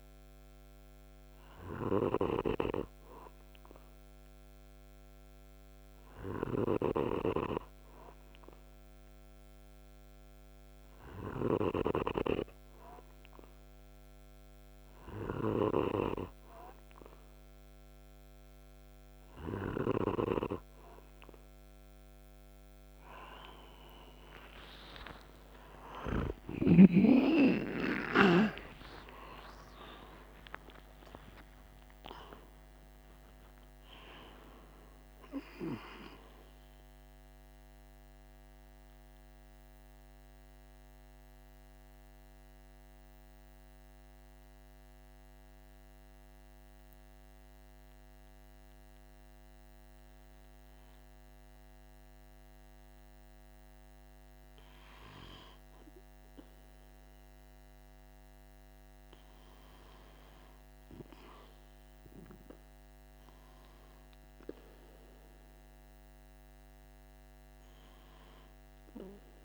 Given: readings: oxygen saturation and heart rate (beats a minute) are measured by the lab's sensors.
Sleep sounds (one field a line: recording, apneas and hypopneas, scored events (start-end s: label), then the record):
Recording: breathing in sleep by a microphone on the trachea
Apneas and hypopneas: 1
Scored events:
5.50-19.00 s: snoring (device-marked)
26.00-33.00 s: arousal
37.00-49.50 s: central apnea (oxygen 96% before, 94% lowest, heart rate 52 before, 46 extreme, up 2 after)
52.00-57.50 s: arousal
From the record:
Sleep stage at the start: N2 (light sleep)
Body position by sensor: on the back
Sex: male